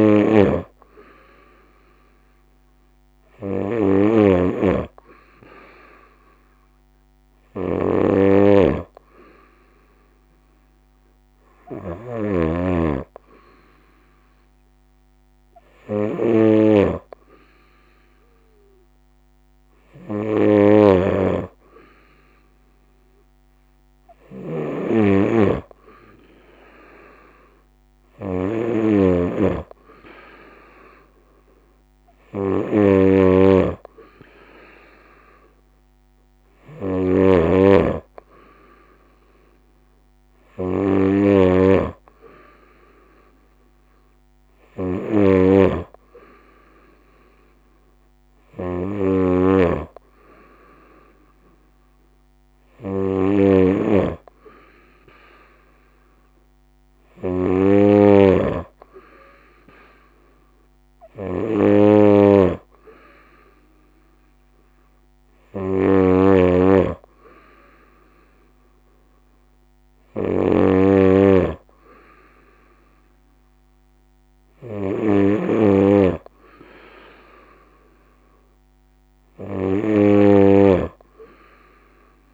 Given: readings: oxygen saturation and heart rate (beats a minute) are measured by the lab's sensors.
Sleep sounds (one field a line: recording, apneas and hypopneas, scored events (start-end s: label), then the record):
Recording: breathing in sleep by a microphone on the trachea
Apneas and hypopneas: none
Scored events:
0.00-82.34 s: snoring (device-marked)
From the record:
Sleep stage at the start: N2 (light sleep)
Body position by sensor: on the right side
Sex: female